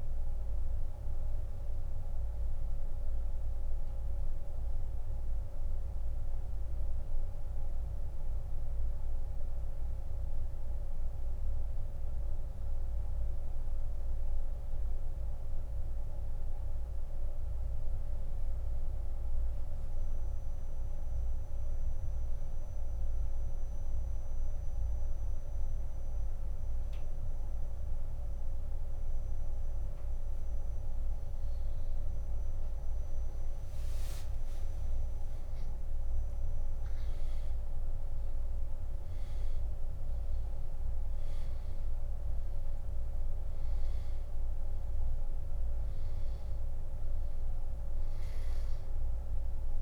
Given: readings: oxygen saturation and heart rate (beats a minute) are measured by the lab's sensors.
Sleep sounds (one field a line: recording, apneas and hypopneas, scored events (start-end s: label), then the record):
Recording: breathing in sleep, hard to hear, by a room microphone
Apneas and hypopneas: 1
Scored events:
0.00-23.00 s: oxygen desaturation (device-marked, oxygen 89% lowest, heart rate 48 extreme)
6.00-30.00 s: central apnea (oxygen 96% before, 88% lowest, heart rate 70 before, 30 extreme, up 19 after)
34.00-38.50 s: arousal
43.00-49.82 s: oxygen desaturation (device-marked, oxygen 97% before, 88% lowest, heart rate 70 before, 28 extreme)
From the record:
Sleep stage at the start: N2 (light sleep)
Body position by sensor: on the back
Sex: male